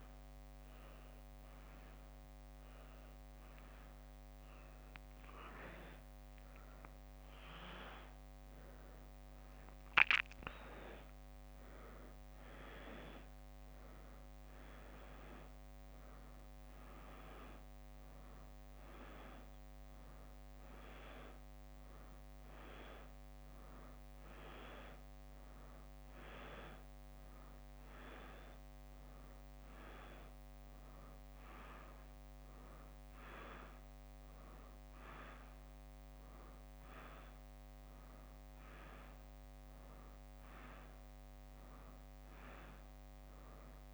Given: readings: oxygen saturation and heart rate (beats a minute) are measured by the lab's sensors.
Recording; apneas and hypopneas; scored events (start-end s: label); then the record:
a person awake in a sleep study, by a microphone on the trachea; none
0.00-6.00 s: leg movement (device-marked)
From the record:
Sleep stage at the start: awake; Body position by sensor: on the back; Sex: female